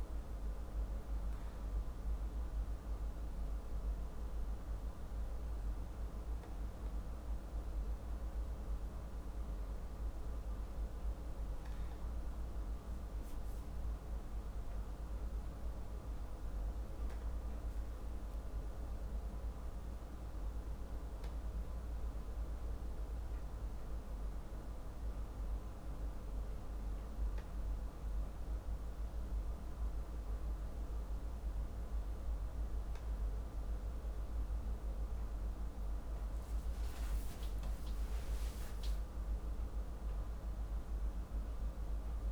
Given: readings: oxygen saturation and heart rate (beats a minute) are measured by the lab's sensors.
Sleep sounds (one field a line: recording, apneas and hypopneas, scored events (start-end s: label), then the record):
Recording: breathing in sleep, hard to hear, by a room microphone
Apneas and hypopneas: none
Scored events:
37.50-41.00 s: arousal
From the record:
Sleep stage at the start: N2 (light sleep)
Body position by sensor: on the back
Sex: male